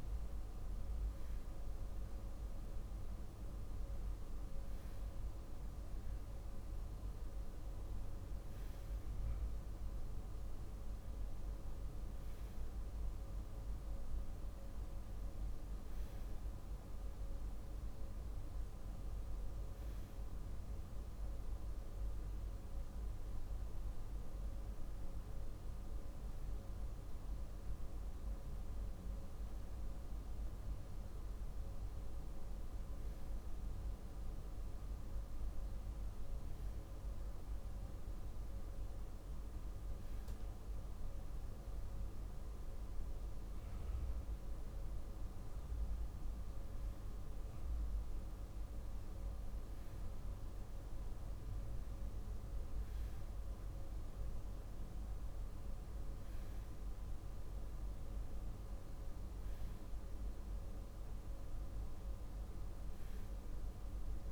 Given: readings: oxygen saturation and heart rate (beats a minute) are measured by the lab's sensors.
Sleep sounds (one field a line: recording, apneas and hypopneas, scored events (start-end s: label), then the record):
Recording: breathing in sleep, hard to hear, by a room microphone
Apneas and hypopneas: none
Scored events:
none scored
From the record:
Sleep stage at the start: REM sleep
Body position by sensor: on the left side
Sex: male